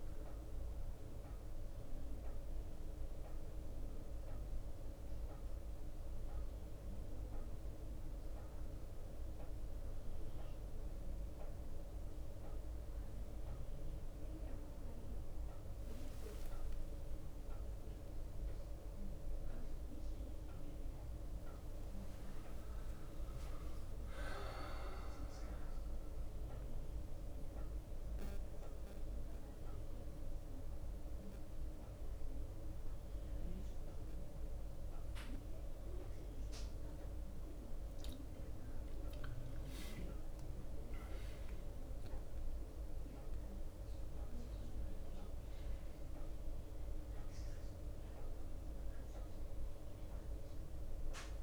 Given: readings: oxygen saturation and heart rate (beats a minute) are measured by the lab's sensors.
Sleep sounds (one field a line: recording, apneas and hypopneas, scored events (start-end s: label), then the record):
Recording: a person awake in a sleep study, hard to hear, by a room microphone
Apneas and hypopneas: none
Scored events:
8.50-15.50 s: bradycardia (device-marked, heart rate 60 before, 44 extreme)
8.50-38.50 s: new sleep stage, awake
9.50-11.50 s: long interval between heartbeats (device-marked, heart rate 59 before, 61 extreme)
12.50-14.50 s: long interval between heartbeats (device-marked, heart rate 60 before, 52 extreme)
16.50-18.50 s: long interval between heartbeats (device-marked, heart rate 59 before, 53 extreme)
24.00-26.00 s: long interval between heartbeats (device-marked, heart rate 59 before, 62 extreme)
26.50-38.50 s: drop in pulse transit time (device-marked, heart rate 59 before, 60 extreme)
38.50-51.43 s: new sleep stage, N1 (lightest sleep)
41.50-43.50 s: long interval between heartbeats (device-marked, heart rate 64 before, 88 extreme)
From the record:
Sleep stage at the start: N1 (lightest sleep)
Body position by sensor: on the right side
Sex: male